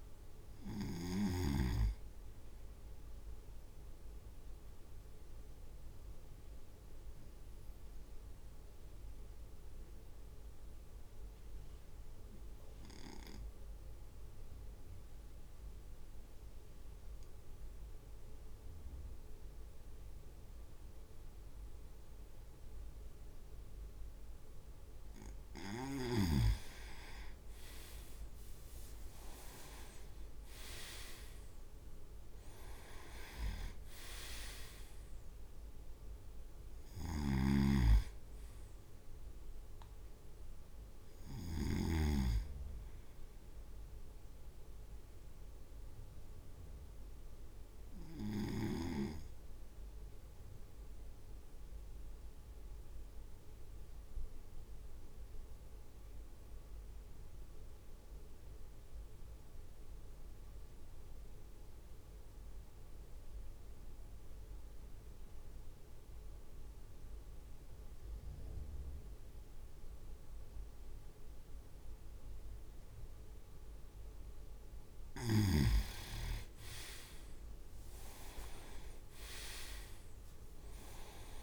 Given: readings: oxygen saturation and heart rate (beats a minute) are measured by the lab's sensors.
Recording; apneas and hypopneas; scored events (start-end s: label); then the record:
breathing in sleep by a room microphone; 2
0.00-1.50 s: snoring (device-marked)
3.50-25.50 s: obstructive apnea (oxygen 99% before, 96% lowest, heart rate 58 before, 50 extreme, up 5 after)
28.50-30.00 s: leg movement (device-marked)
28.50-32.00 s: arousal
30.50-31.50 s: leg movement (device-marked)
31.00-44.00 s: drop in pulse transit time (device-marked, heart rate 55 before, 56 extreme)
37.00-42.00 s: snoring (device-marked)
44.50-74.00 s: obstructive apnea (oxygen 99% before, 95% lowest, heart rate 57 before, 50 extreme, up 6 after)
76.50-80.00 s: arousal
77.50-78.50 s: leg movement (device-marked)
79.00-81.43 s: drop in pulse transit time (device-marked, heart rate 54 before, 54 extreme)
From the record:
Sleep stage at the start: N2 (light sleep); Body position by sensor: on the right side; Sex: male